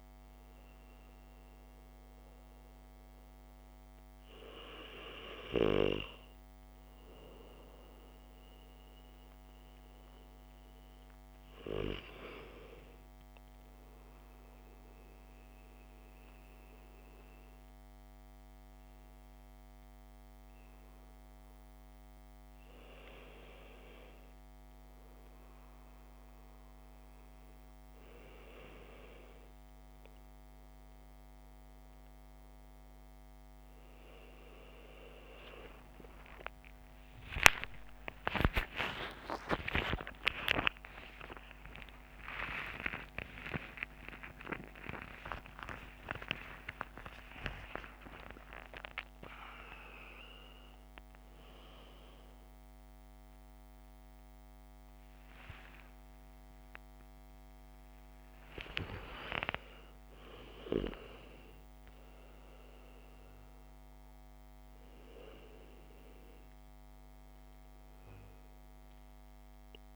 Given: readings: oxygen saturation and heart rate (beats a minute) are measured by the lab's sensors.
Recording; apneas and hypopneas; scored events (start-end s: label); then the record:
a person partly awake in a sleep study, by a microphone on the trachea; none
38.00-40.00 s: long interval between heartbeats (device-marked, heart rate 67 before, 105 extreme)
48.00-69.96 s: new sleep stage, awake
From the record:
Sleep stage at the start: N1 (lightest sleep); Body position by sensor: on the back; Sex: male